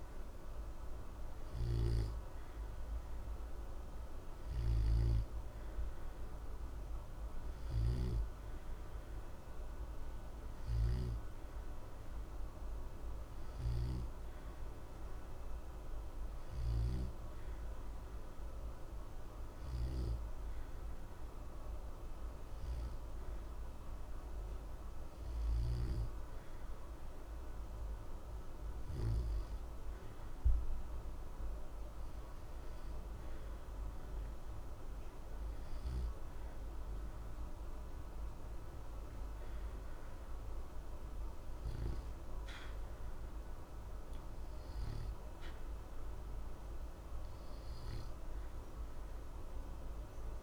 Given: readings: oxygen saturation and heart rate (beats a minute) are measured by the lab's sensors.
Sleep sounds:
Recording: breathing in sleep, hard to hear, by a room microphone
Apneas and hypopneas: none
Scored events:
none scored
From the record:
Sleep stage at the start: N2 (light sleep)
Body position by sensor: on the back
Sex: male

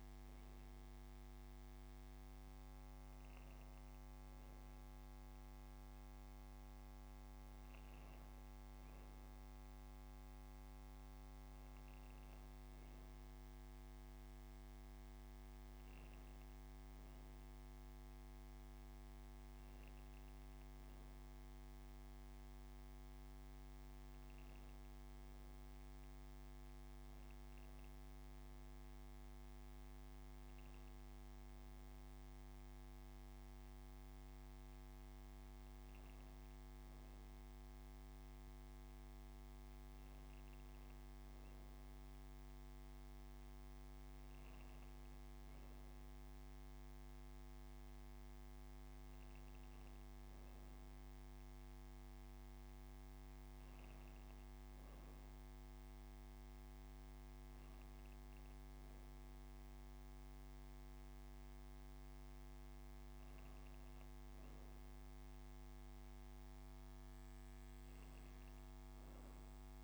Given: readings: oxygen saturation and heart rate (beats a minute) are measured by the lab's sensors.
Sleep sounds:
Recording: breathing in sleep, hard to hear, by a microphone on the trachea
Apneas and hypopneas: none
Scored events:
16.50-18.50 s: long interval between heartbeats (device-marked, heart rate 91 before, 25 extreme)
19.00-21.00 s: long interval between heartbeats (device-marked, heart rate 87 before, 36 extreme)
57.00-59.00 s: long interval between heartbeats (device-marked)
From the record:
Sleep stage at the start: N2 (light sleep)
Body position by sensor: on the right side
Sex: female

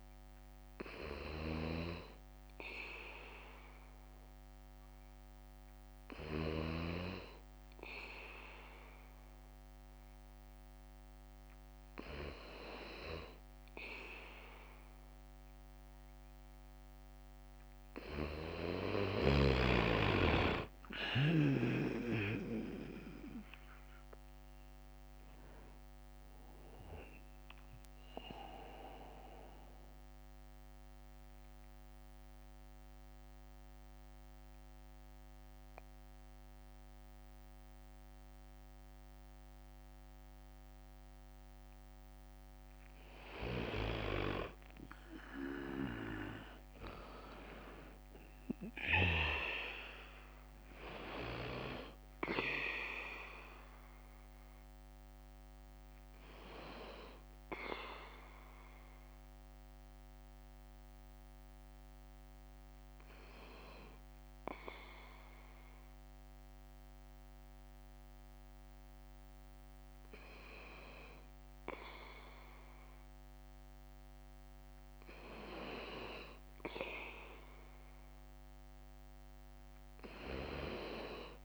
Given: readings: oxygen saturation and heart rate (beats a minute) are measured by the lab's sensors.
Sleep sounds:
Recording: breathing in sleep by a microphone on the trachea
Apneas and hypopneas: 2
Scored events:
0.00-17.50 s: bradycardia (device-marked, heart rate 58 extreme)
21.50-31.50 s: leg movement (device-marked)
22.50-25.50 s: arousal
25.50-39.50 s: drop in pulse transit time (device-marked, heart rate 59 before, 57 extreme)
29.00-42.50 s: central apnea (oxygen 95% before, 92% lowest, heart rate 60 before, 53 extreme, up 7 after)
33.50-45.50 s: bradycardia (device-marked, heart rate 58 before, 56 extreme)
46.00-49.50 s: arousal
52.50-70.50 s: oxygen desaturation (device-marked, oxygen 97% before, 92% lowest, heart rate 60 before, 52 extreme)
53.50-81.45 s: bradycardia (device-marked, heart rate 58 before, 52 extreme)
58.00-72.50 s: mixed apnea (oxygen 97% before, 92% lowest, heart rate 60 before, 52 extreme, up 5 after)
74.50-77.50 s: arousal
From the record:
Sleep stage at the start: N2 (light sleep)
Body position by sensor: on the back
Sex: male

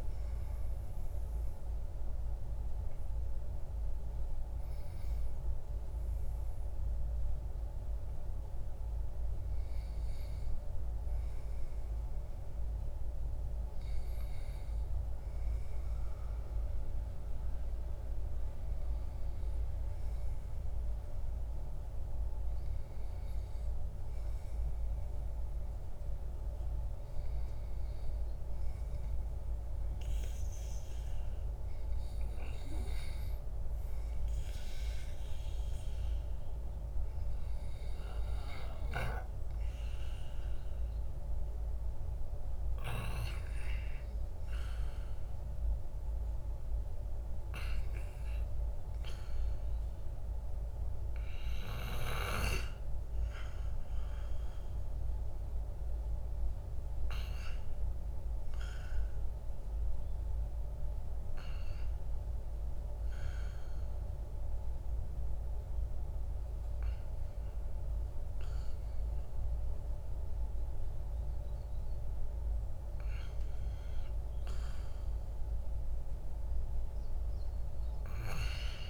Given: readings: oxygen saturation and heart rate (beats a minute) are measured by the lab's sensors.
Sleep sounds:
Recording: breathing in sleep by a room microphone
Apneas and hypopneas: 1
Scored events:
59.50-72.00 s: hypopnea (oxygen 98% before, 95% lowest, heart rate 64 before, 56 extreme, up 4 after)
From the record:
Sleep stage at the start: REM sleep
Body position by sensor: on the back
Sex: male

